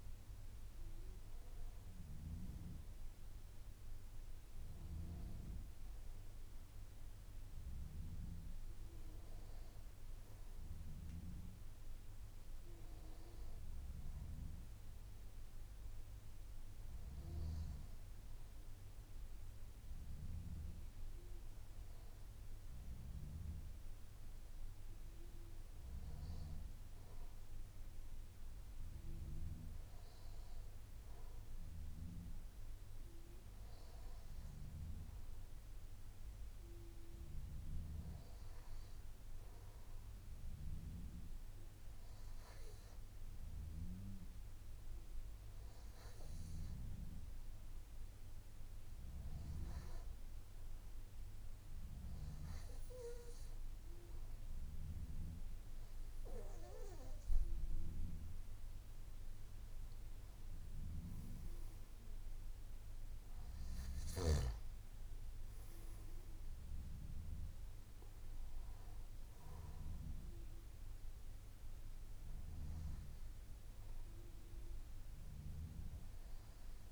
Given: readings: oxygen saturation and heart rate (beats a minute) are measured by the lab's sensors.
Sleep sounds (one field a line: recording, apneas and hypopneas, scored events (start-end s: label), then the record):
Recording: breathing in sleep by a room microphone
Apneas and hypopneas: none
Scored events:
47.00-76.92 s: new sleep stage, N2 (light sleep)
From the record:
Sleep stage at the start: N1 (lightest sleep)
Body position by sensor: on the back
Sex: male